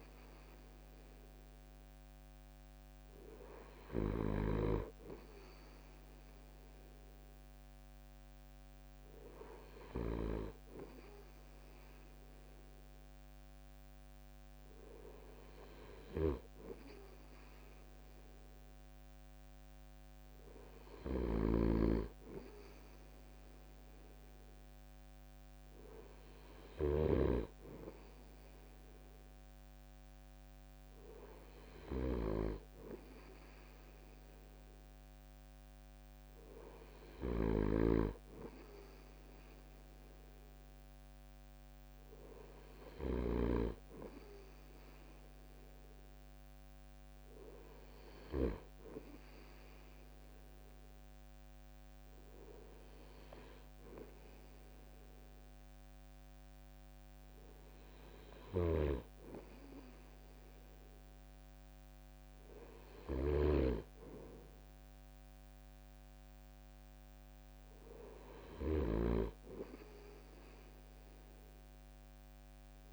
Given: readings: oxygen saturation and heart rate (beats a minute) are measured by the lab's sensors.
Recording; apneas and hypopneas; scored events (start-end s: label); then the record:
breathing in sleep by a microphone on the trachea; none
20.50-26.50 s: snoring (device-marked)
37.00-43.00 s: snoring (device-marked)
58.00-72.93 s: snoring (device-marked)
From the record:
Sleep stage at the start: N2 (light sleep); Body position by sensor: on the right side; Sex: male